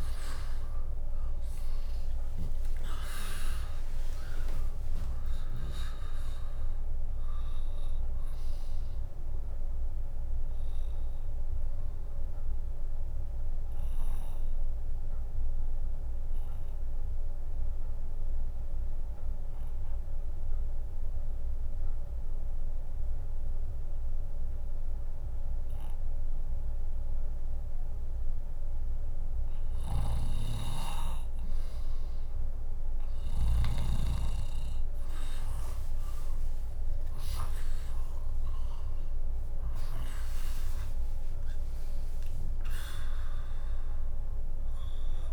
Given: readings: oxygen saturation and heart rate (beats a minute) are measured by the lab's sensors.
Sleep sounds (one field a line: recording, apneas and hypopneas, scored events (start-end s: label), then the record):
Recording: breathing in sleep by a room microphone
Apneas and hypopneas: 1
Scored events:
0.00-3.50 s: arousal
0.00-5.50 s: tachycardia (device-marked, heart rate 116 extreme)
3.50-25.50 s: drop in pulse transit time (device-marked, heart rate 69 before, 74 extreme)
12.50-28.00 s: obstructive apnea (oxygen 100% before, 97% lowest, heart rate 87 before, 56 extreme, up 6 after)
25.50-31.50 s: bradycardia (device-marked, heart rate 71 before, 56 extreme)
35.00-37.00 s: long interval between heartbeats (device-marked, heart rate 70 before, 69 extreme)
35.00-40.00 s: arousal
38.50-45.33 s: drop in pulse transit time (device-marked, heart rate 69 before, 75 extreme)
From the record:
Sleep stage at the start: N2 (light sleep)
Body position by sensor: on the back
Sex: female